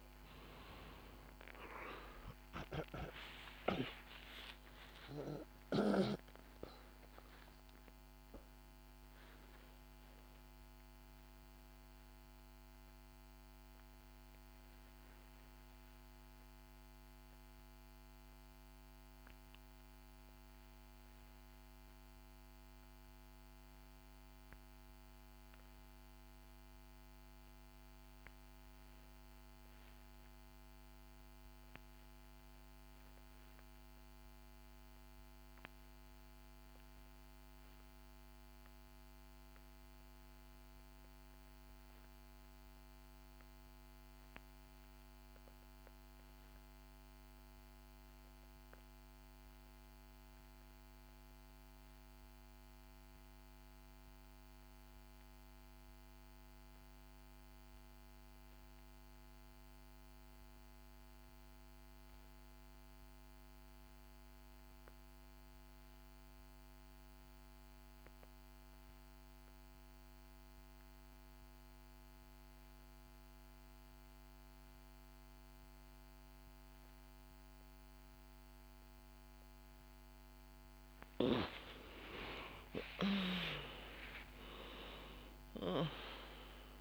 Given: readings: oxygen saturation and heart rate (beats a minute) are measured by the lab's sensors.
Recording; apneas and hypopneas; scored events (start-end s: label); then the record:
breathing in sleep by a microphone on the trachea; 1
0.00-27.50 s: oxygen desaturation (device-marked, oxygen 82% lowest, heart rate 61 extreme)
11.50-81.00 s: obstructive apnea (oxygen 94% before, 65% lowest, heart rate 72 before, 61 extreme, up 12 after)
39.50-86.81 s: oxygen desaturation (device-marked, oxygen 98% before, 68% lowest, heart rate 65 before, 61 extreme)
82.50-86.81 s: arousal
From the record:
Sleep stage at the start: N2 (light sleep); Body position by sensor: on the back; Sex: female